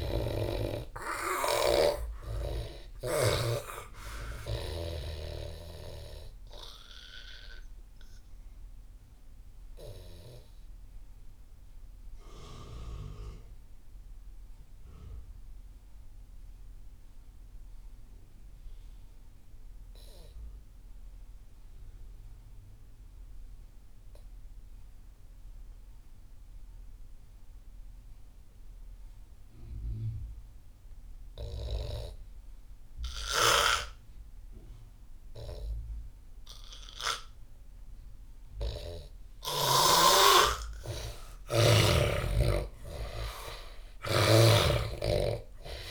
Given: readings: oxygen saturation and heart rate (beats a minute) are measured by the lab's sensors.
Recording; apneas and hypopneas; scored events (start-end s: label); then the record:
breathing in sleep by a room microphone; 1
0.00-3.50 s: snoring (device-marked)
0.00-12.00 s: oxygen desaturation (device-marked, oxygen 86% lowest)
6.50-37.50 s: obstructive apnea (oxygen 99% before, 80% lowest)
30.00-45.91 s: oxygen desaturation (device-marked, oxygen 98% before, 80% lowest)
40.50-44.50 s: arousal
From the record:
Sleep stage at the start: N2 (light sleep); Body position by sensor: on the back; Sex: male